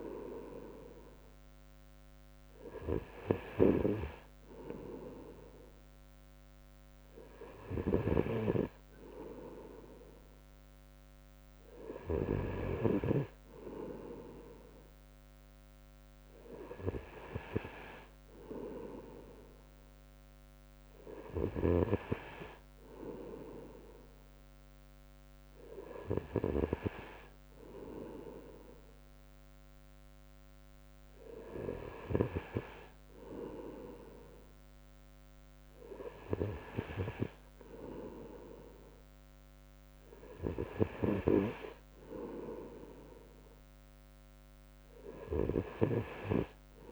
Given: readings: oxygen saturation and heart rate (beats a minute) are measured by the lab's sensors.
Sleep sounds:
breathing in sleep by a microphone on the trachea; none
none scored
From the record:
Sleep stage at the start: N3 (deep sleep); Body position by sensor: on the right side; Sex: male

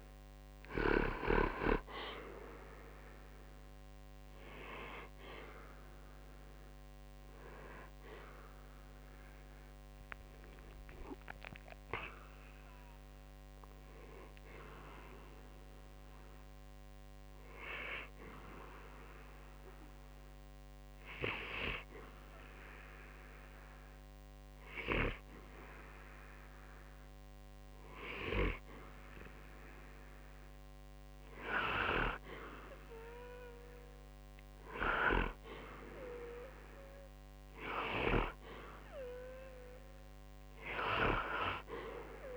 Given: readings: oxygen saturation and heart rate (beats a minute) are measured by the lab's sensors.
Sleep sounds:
breathing in sleep by a microphone on the trachea; 1
6.00-10.50 s: arousal
17.50-28.50 s: hypopnea (oxygen 92% before, 91% lowest, heart rate 63 before, 60 extreme, up 0 after)
33.50-37.50 s: arousal
From the record:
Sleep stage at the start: N2 (light sleep); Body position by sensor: on the back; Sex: male

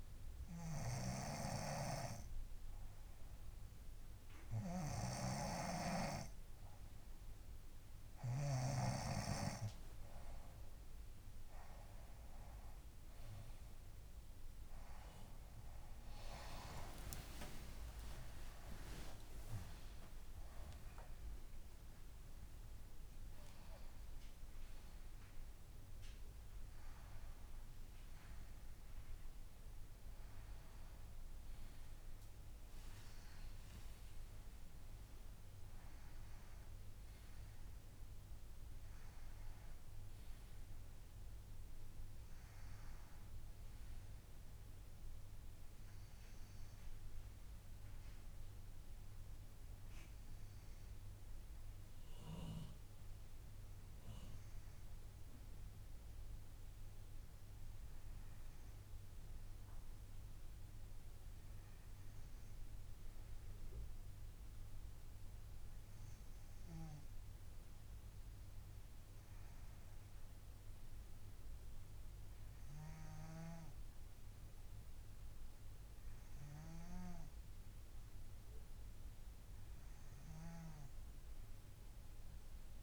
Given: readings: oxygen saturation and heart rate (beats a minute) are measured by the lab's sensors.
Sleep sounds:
a person partly awake in a sleep study, by a room microphone; none
0.00-9.00 s: snoring (device-marked)
17.00-47.00 s: new sleep stage, awake
47.00-82.83 s: new sleep stage, N1 (lightest sleep)
From the record:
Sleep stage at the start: N3 (deep sleep); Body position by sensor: on the right side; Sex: female

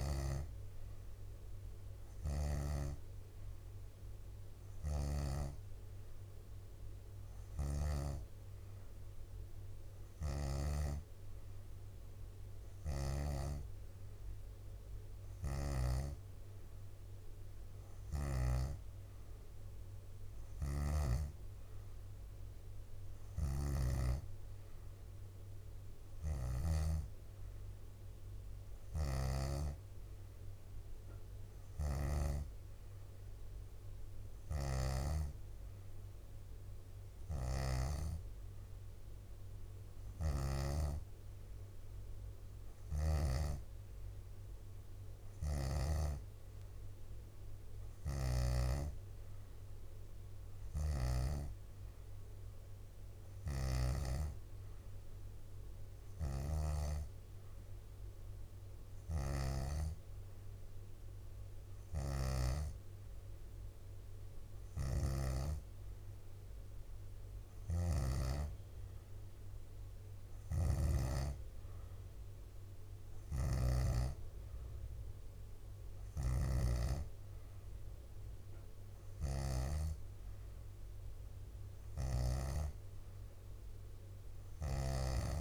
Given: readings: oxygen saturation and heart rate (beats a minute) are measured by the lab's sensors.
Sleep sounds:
breathing in sleep by a room microphone; none
10.00-13.50 s: snoring (device-marked)
20.50-27.00 s: snoring (device-marked)
23.00-25.00 s: leg movement (device-marked)
31.50-38.00 s: snoring (device-marked)
40.00-43.50 s: snoring (device-marked)
48.00-54.00 s: snoring (device-marked)
58.50-60.50 s: leg movement (device-marked)
62.00-65.50 s: snoring (device-marked)
67.50-71.00 s: snoring (device-marked)
73.00-82.50 s: snoring (device-marked)
78.50-80.50 s: leg movement (device-marked)
From the record:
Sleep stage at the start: N2 (light sleep); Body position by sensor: on the back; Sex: female

